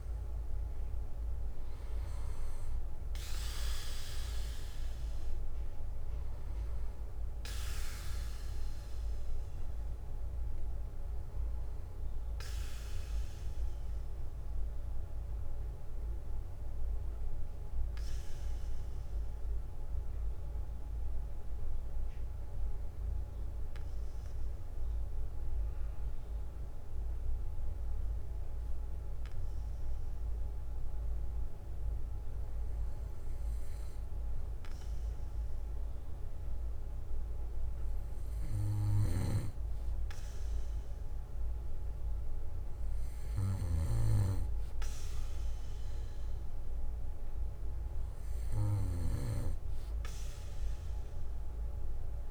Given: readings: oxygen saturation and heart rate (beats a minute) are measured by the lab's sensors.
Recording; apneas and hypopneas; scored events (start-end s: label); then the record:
breathing in sleep by a room microphone; 1
4.50-6.50 s: bradycardia (device-marked, heart rate 61 before, 60 extreme)
11.50-26.50 s: bradycardia (device-marked, heart rate 61 before, 53 extreme)
17.00-31.50 s: obstructive apnea (oxygen 95% before, 93% lowest, heart rate 63 before, 56 extreme, up 4 after)
27.50-29.50 s: bradycardia (device-marked, heart rate 60 before, 57 extreme)
32.50-34.50 s: bradycardia (device-marked, heart rate 60 before, 60 extreme)
34.50-38.00 s: arousal
36.50-52.31 s: bradycardia (device-marked, heart rate 60 before, 56 extreme)
From the record:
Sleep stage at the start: N2 (light sleep); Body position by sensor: on the back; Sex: male